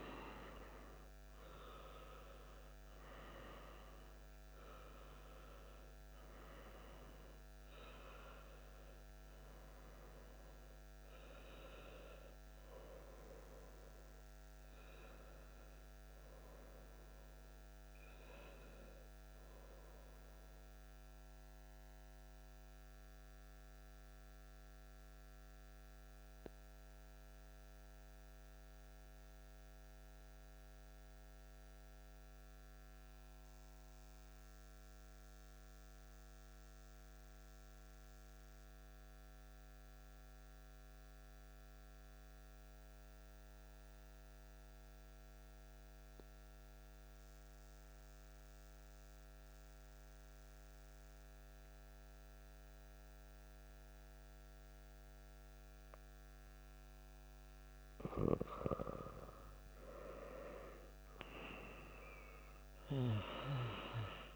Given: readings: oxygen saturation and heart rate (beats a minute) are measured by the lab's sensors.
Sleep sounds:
breathing in sleep by a microphone on the trachea; 1
0.00-20.50 s: oxygen desaturation (device-marked, oxygen 91% lowest)
20.00-57.00 s: central apnea (oxygen 95% before, 91% lowest)
55.50-64.36 s: oxygen desaturation (device-marked, oxygen 97% before, 91% lowest)
58.50-62.50 s: arousal
From the record:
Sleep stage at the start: N2 (light sleep); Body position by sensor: on the back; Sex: male

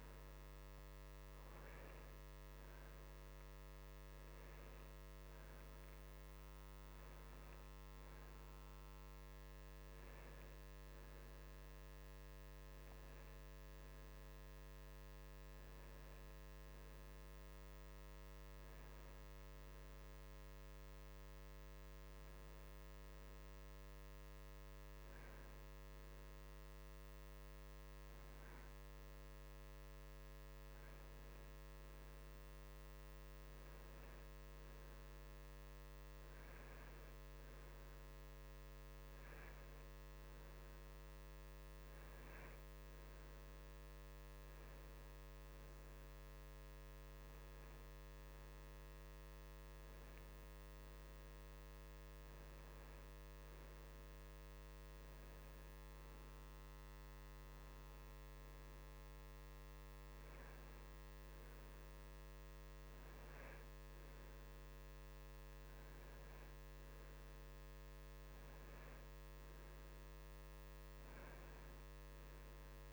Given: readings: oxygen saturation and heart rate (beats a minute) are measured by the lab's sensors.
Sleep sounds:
breathing in sleep, hard to hear, by a microphone on the trachea; none
none scored
From the record:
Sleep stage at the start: N2 (light sleep); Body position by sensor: on the right side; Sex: male

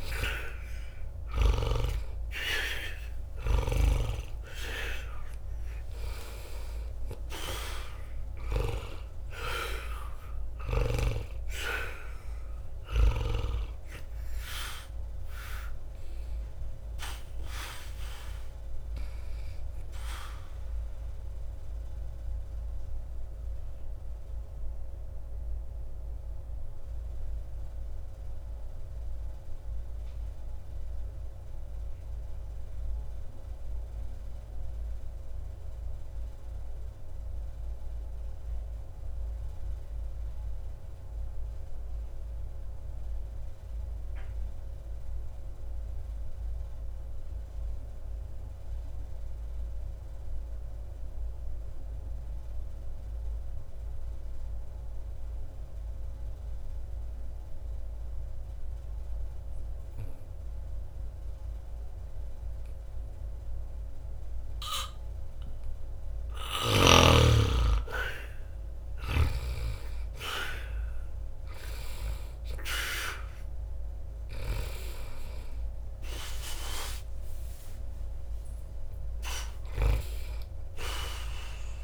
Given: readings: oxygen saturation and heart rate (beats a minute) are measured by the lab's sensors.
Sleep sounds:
breathing in sleep by a room microphone; 1
0.00-2.00 s: snoring (device-marked)
0.00-37.00 s: oxygen desaturation (device-marked, oxygen 77% lowest, heart rate 60 extreme)
1.00-7.00 s: arousal
22.00-66.00 s: mixed apnea (oxygen 96% before, 73% lowest, heart rate 60 before, 60 extreme, up 0 after)
57.00-81.84 s: oxygen desaturation (device-marked, oxygen 98% before, 73% lowest, heart rate 60 before, 60 extreme)
69.00-74.50 s: arousal
From the record:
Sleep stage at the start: N2 (light sleep); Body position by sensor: on the back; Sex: male

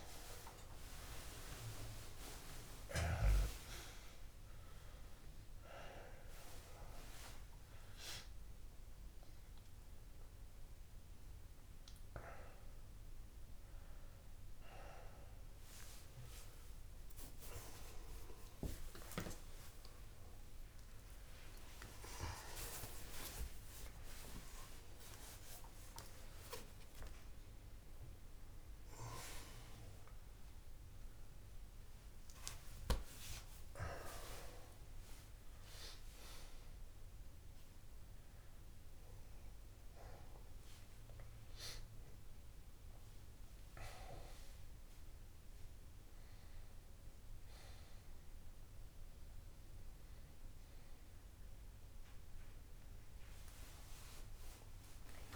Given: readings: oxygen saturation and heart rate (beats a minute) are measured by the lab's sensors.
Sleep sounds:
a person awake in a sleep study, by a room microphone; none
0.00-3.00 s: oxygen desaturation (device-marked, oxygen 93% lowest)
14.00-16.00 s: long interval between heartbeats (device-marked)
From the record:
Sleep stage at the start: awake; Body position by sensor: on the left side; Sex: male

